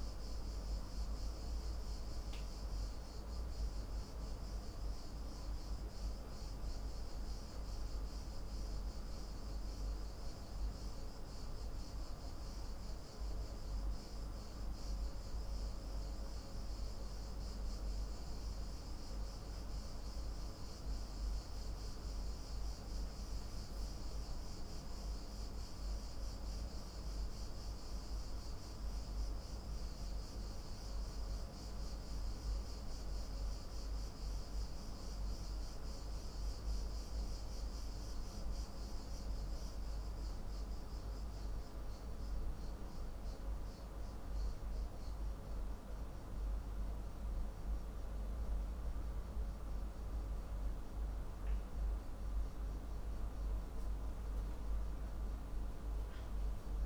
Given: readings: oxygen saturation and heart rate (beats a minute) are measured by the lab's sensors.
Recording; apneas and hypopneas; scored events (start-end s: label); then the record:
breathing in sleep, hard to hear, by a room microphone; none
none scored
From the record:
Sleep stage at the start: N2 (light sleep); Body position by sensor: on the back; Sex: male